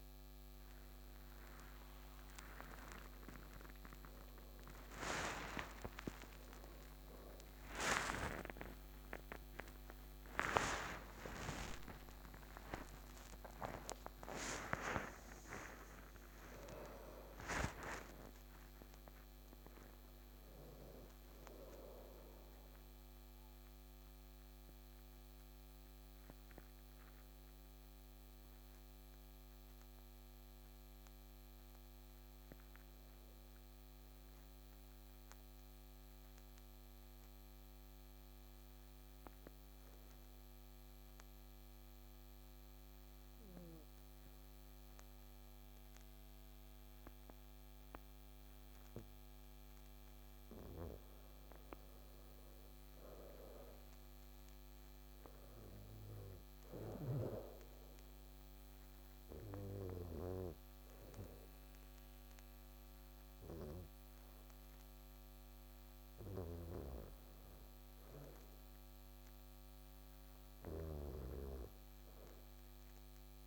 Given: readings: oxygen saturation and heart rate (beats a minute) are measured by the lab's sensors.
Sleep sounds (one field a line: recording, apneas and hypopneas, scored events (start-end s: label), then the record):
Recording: a person partly awake in a sleep study, by a microphone on the trachea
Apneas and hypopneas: 1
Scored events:
17.00-73.47 s: new sleep stage, N2 (light sleep)
35.00-50.00 s: obstructive apnea (oxygen 97% before, 93% lowest, heart rate 81 before, 62 extreme, up 7 after)
52.50-56.00 s: arousal
54.00-71.00 s: oxygen desaturation (device-marked, oxygen 99% before, 93% lowest, heart rate 63 before, 66 extreme)
66.00-71.00 s: snoring (device-marked)
From the record:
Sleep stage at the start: awake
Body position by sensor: on the back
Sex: male